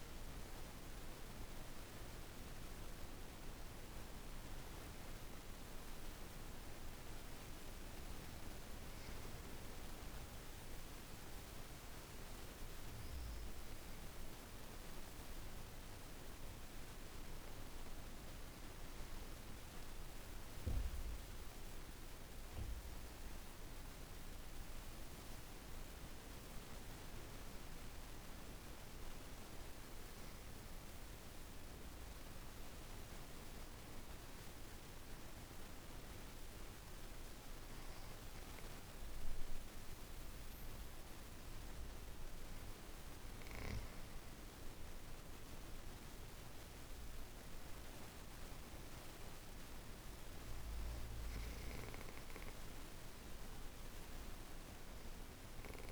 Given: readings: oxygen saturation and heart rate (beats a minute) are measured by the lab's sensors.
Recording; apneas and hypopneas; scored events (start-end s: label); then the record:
breathing in sleep, hard to hear, by a room microphone; 1
0.00-15.50 s: oxygen desaturation (device-marked, oxygen 82% lowest, heart rate 36 extreme)
27.00-42.00 s: hypopnea (oxygen 98% before, 92% lowest, heart rate 48 before, 35 extreme)
40.50-55.92 s: oxygen desaturation (device-marked, oxygen 96% before, 92% lowest, heart rate 51 before, 35 extreme)
45.00-49.00 s: arousal
From the record:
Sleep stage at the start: N2 (light sleep); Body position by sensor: on the back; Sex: female